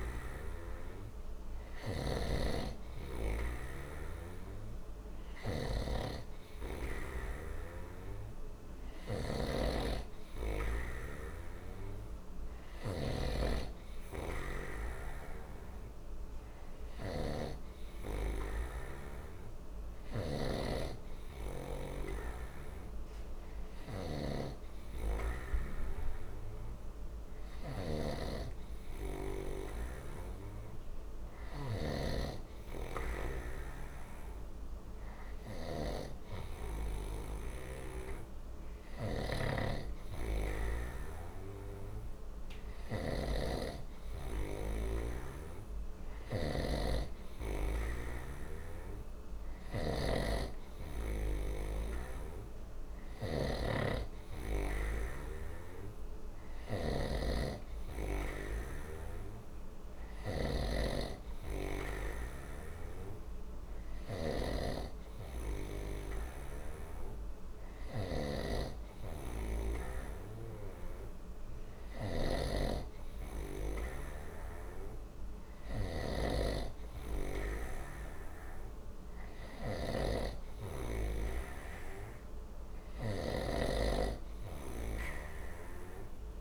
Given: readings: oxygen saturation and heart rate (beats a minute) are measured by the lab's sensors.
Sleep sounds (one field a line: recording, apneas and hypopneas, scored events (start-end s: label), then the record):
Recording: breathing in sleep by a room microphone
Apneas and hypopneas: none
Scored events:
0.00-13.00 s: snoring (device-marked)
19.50-31.50 s: snoring (device-marked)
38.50-60.00 s: snoring (device-marked)
67.50-86.41 s: snoring (device-marked)
From the record:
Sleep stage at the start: N2 (light sleep)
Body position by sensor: on the right side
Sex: male